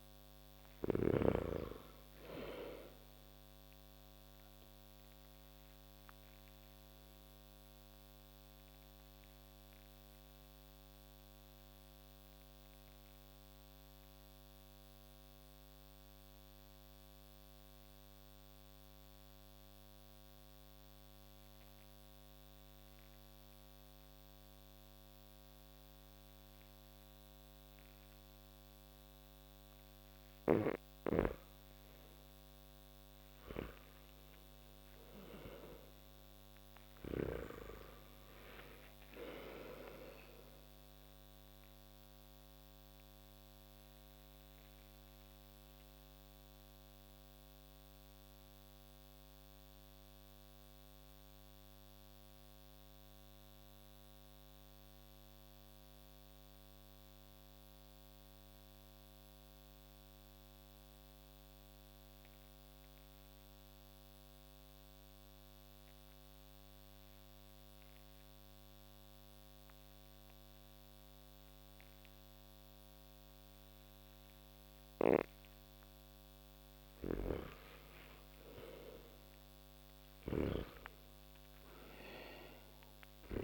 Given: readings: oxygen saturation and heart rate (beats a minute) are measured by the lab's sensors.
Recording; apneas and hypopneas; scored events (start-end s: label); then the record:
breathing in sleep by a microphone on the trachea; 2
0.00-1.00 s: arousal
0.00-1.00 s: snoring (device-marked)
2.50-24.50 s: oxygen desaturation (device-marked, oxygen 97% before, 85% lowest)
5.50-31.50 s: obstructive apnea (oxygen 98% before, 85% lowest)
33.50-63.50 s: oxygen desaturation (device-marked, oxygen 97% before, 85% lowest)
34.00-37.50 s: arousal
41.00-76.50 s: mixed apnea (oxygen 97% before, 81% lowest)
72.50-83.44 s: oxygen desaturation (device-marked, oxygen 98% before, 81% lowest)
76.50-80.00 s: snoring (device-marked)
78.50-83.00 s: arousal
From the record:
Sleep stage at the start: N2 (light sleep); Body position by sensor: on the back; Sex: male